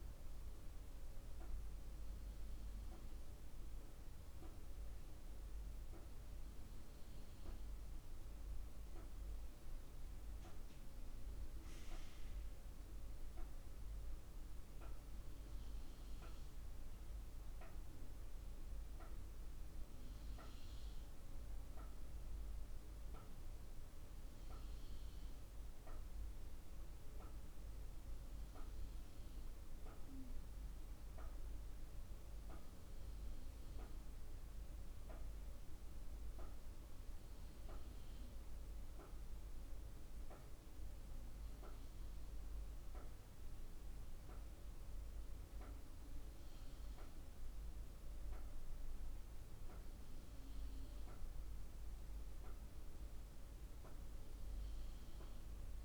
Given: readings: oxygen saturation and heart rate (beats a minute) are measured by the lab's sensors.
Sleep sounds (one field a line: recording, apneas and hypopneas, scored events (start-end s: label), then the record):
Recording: breathing in sleep, hard to hear, by a room microphone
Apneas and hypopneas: none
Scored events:
none scored
From the record:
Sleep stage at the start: N2 (light sleep)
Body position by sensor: on the right side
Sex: female